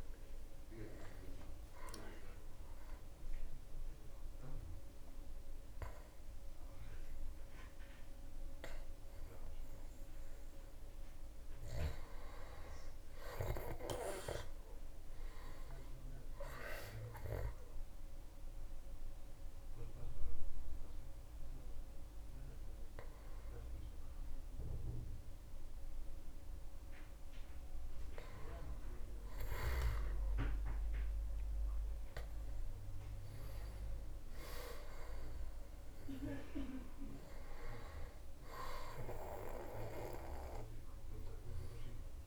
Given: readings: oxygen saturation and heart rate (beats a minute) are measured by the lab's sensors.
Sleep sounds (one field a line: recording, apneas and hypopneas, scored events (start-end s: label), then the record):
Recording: breathing in sleep by a room microphone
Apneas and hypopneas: 2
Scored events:
1.00-11.00 s: mixed apnea (oxygen 99% before, 97% lowest)
12.50-15.00 s: arousal
17.00-28.00 s: hypopnea (oxygen 99% before, 97% lowest)
29.50-32.50 s: arousal
From the record:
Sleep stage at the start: N2 (light sleep)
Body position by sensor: on the back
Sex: male